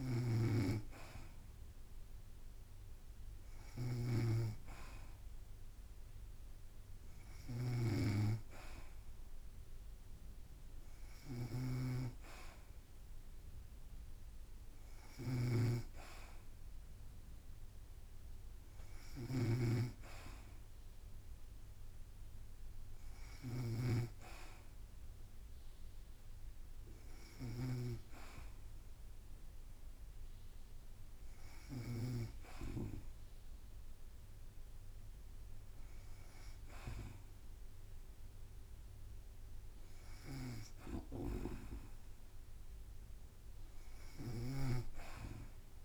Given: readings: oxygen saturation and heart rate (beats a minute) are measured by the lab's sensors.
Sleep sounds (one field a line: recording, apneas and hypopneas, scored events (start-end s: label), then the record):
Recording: breathing in sleep by a room microphone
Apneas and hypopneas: none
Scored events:
0.00-28.00 s: snoring (device-marked)
44.00-45.85 s: snoring (device-marked)
From the record:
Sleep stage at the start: N2 (light sleep)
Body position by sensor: on the back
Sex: female